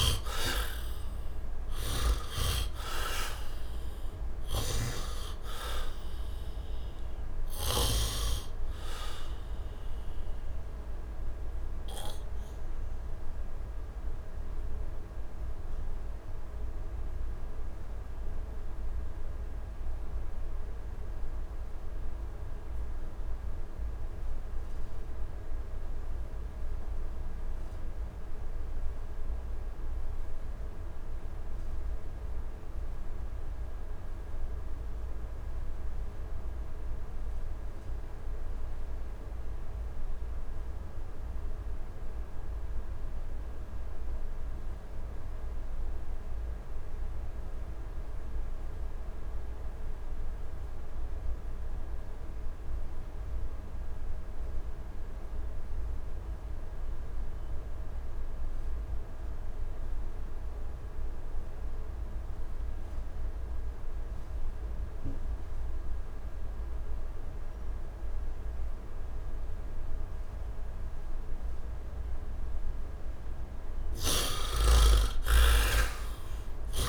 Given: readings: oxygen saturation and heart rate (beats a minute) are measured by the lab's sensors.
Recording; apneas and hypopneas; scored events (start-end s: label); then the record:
breathing in sleep by a room microphone; 1
0.00-2.00 s: arousal
0.00-7.50 s: snoring (device-marked)
0.00-22.00 s: oxygen desaturation (device-marked, oxygen 66% lowest, heart rate 73 extreme)
10.50-72.50 s: obstructive apnea (oxygen 99% before, 45% lowest, heart rate 84 before, 71 extreme, up 25 after)
24.00-76.89 s: oxygen desaturation (device-marked, oxygen 100% before, 45% lowest, heart rate 78 before, 69 extreme)
74.00-76.89 s: arousal
From the record:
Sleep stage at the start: N2 (light sleep); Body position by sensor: on the back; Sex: male